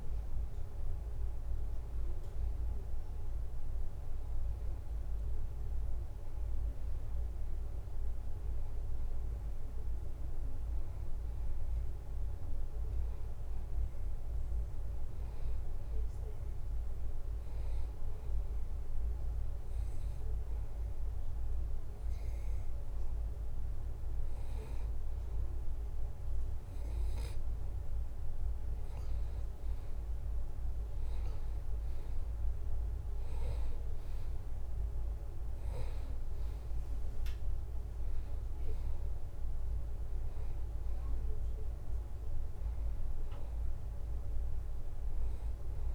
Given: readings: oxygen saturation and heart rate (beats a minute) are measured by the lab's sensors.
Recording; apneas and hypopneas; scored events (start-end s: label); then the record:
breathing in sleep, hard to hear, by a room microphone; 1
19.00-29.00 s: hypopnea (oxygen 93% before, 90% lowest, heart rate 81 before, 79 extreme, up 0 after)
33.00-37.00 s: arousal
From the record:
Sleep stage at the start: N2 (light sleep); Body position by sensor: on the back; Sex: male